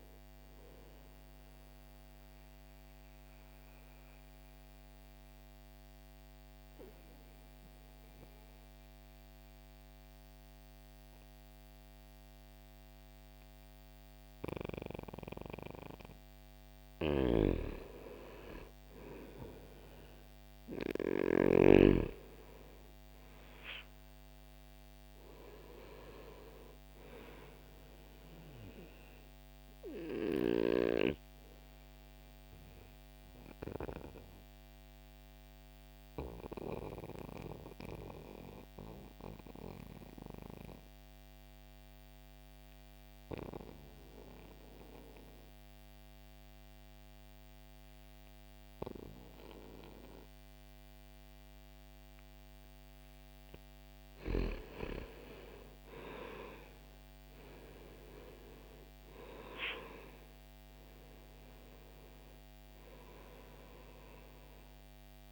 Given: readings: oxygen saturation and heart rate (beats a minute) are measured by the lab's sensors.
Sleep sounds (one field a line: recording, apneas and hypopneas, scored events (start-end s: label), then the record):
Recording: breathing in sleep by a microphone on the trachea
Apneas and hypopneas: 2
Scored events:
1.00-16.00 s: mixed apnea (oxygen 98% before, 90% lowest, heart rate 63 before, 61 extreme, up 2 after)
4.50-14.50 s: oxygen desaturation (device-marked, oxygen 95% before, 92% lowest, heart rate 63 before, 61 extreme)
18.50-23.00 s: arousal
31.50-51.50 s: obstructive apnea (oxygen 96% before, 89% lowest, heart rate 64 before, 59 extreme, up 0 after)
35.50-50.50 s: oxygen desaturation (device-marked, oxygen 95% before, 90% lowest, heart rate 63 before, 59 extreme)
53.50-57.50 s: arousal
From the record:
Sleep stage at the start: N2 (light sleep)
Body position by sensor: on the back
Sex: male